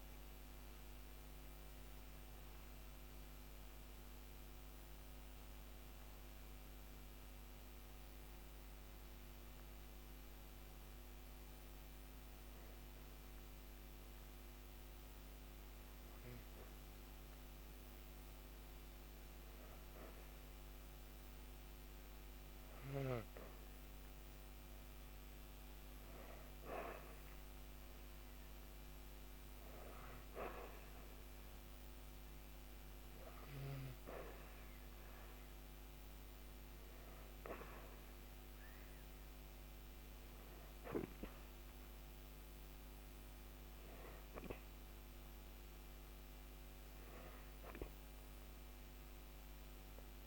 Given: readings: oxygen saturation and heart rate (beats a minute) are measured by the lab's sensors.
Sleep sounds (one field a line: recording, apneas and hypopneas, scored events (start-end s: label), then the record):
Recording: breathing in sleep by a microphone on the trachea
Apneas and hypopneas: 1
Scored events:
0.00-3.00 s: arousal
8.00-22.00 s: hypopnea (oxygen 97% before, 95% lowest, heart rate 130 before, 68 extreme, up 27 after)
25.00-28.50 s: arousal
From the record:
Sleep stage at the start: N2 (light sleep)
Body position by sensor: on the back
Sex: female